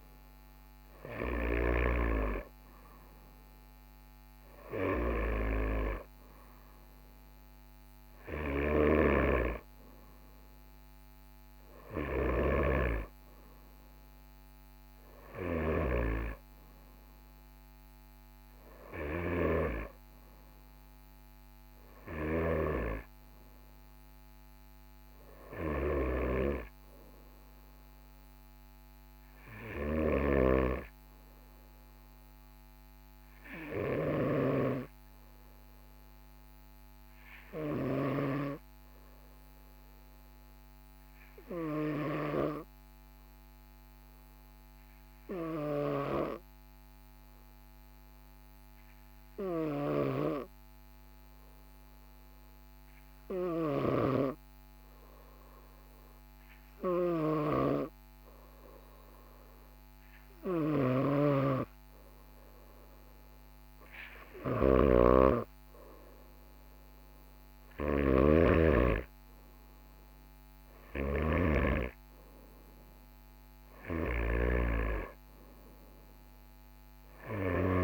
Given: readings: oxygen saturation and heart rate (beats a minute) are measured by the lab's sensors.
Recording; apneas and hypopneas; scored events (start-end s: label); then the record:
breathing in sleep by a microphone on the trachea; 1
8.50-12.50 s: snoring (device-marked)
19.00-22.50 s: snoring (device-marked)
28.50-32.00 s: arousal
30.00-34.50 s: snoring (device-marked)
37.00-59.50 s: obstructive apnea (oxygen 98% before, 95% lowest, heart rate 45 before, 44 extreme, up 1 after)
60.50-71.50 s: snoring (device-marked)
62.00-65.50 s: arousal
From the record:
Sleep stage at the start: N2 (light sleep); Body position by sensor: on the right side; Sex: male